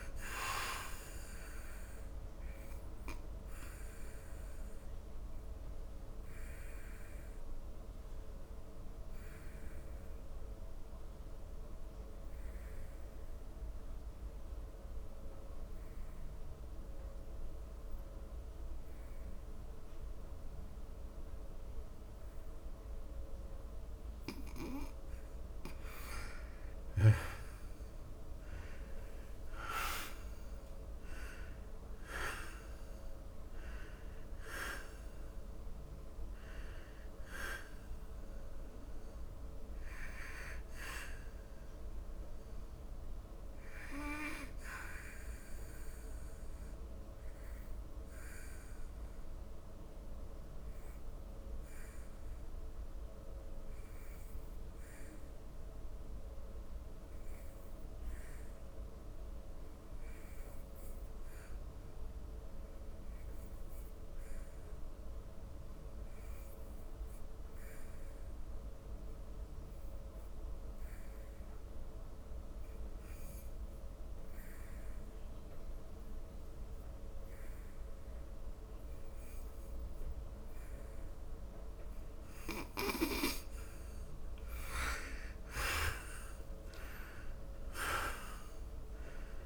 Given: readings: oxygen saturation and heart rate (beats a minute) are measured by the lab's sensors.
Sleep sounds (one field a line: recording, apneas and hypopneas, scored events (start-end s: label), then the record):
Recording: breathing in sleep by a room microphone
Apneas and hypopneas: 2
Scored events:
3.00-24.00 s: obstructive apnea (oxygen 96% before, 79% lowest, heart rate 76 before, 57 extreme, up 19 after)
3.50-5.50 s: long interval between heartbeats (device-marked, heart rate 76 before, 74 extreme)
10.00-28.00 s: oxygen desaturation (device-marked, oxygen 96% before, 85% lowest, heart rate 75 before, 57 extreme)
28.00-33.00 s: arousal
40.00-59.00 s: oxygen desaturation (device-marked, oxygen 95% before, 79% lowest, heart rate 70 before, 58 extreme)
47.00-82.50 s: obstructive apnea (oxygen 95% before, 69% lowest, heart rate 75 before, 58 extreme, up 20 after)
67.50-69.50 s: long interval between heartbeats (device-marked, heart rate 71 before, 65 extreme)
68.00-89.45 s: oxygen desaturation (device-marked, oxygen 99% before, 69% lowest, heart rate 70 before, 59 extreme)
74.00-76.00 s: long interval between heartbeats (device-marked, heart rate 67 before, 62 extreme)
85.50-89.45 s: arousal
From the record:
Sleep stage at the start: N2 (light sleep)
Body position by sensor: on the back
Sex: male